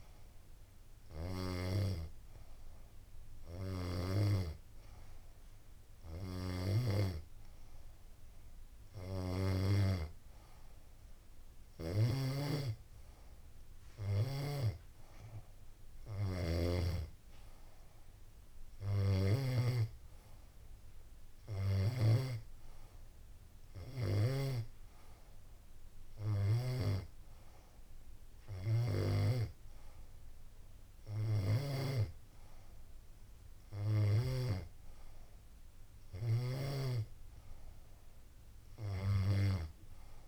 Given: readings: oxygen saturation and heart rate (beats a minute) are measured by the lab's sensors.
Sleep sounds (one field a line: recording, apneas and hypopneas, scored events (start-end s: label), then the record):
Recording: breathing in sleep by a room microphone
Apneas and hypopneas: none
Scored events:
18.00-23.50 s: snoring (device-marked)
30.50-35.50 s: snoring (device-marked)
From the record:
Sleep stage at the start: N2 (light sleep)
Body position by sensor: on the back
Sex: female